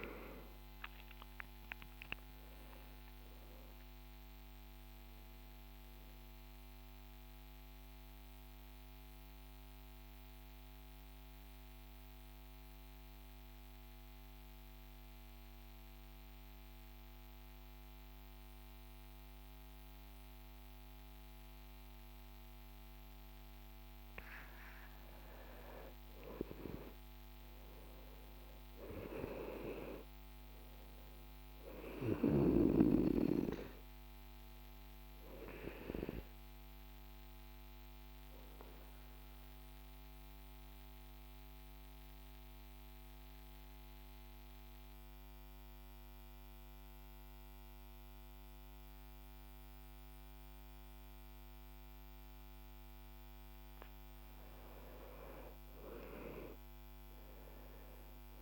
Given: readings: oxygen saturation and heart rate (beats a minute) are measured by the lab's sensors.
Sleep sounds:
breathing in sleep by a microphone on the trachea; 2
0.00-2.50 s: arousal
0.00-3.50 s: oxygen desaturation (device-marked, oxygen 91% lowest, heart rate 47 extreme)
10.50-23.00 s: central apnea (oxygen 97% before, 93% lowest, heart rate 58 before, 47 extreme, up 15 after)
25.50-30.50 s: arousal
25.50-31.50 s: oxygen desaturation (device-marked, oxygen 97% before, 94% lowest, heart rate 52 before, 48 extreme)
39.00-51.50 s: central apnea (oxygen 98% before, 93% lowest, heart rate 54 before, 46 extreme, up 15 after)
52.50-58.42 s: oxygen desaturation (device-marked, oxygen 96% before, 93% lowest, heart rate 50 before, 46 extreme)
56.00-58.42 s: arousal
From the record:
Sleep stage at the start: N2 (light sleep); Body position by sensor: on the back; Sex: male

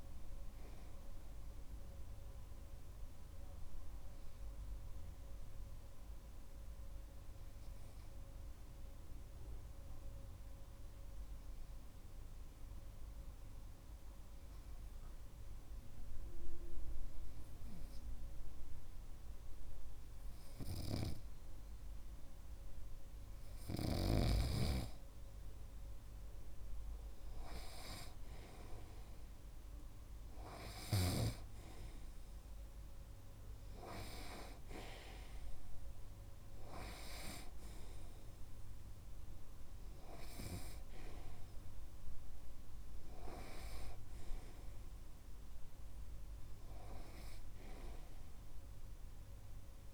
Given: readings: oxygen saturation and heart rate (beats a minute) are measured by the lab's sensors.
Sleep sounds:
breathing in sleep by a room microphone; 1
5.50-23.50 s: obstructive apnea (oxygen 97% before, 95% lowest)
25.50-29.50 s: arousal
From the record:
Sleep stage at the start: REM sleep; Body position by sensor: on the right side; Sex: male

